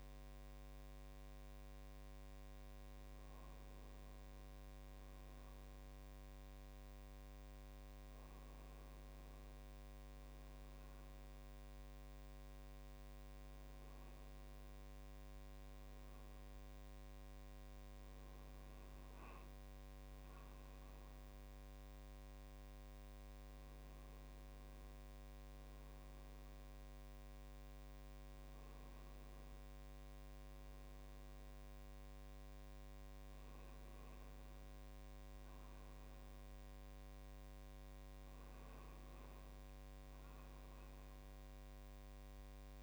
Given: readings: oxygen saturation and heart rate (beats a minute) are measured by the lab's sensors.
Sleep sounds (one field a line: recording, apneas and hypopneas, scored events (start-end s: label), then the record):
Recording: a person awake in a sleep study, hard to hear, by a microphone on the trachea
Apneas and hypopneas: none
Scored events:
none scored
From the record:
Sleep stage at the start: awake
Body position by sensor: on the right side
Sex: male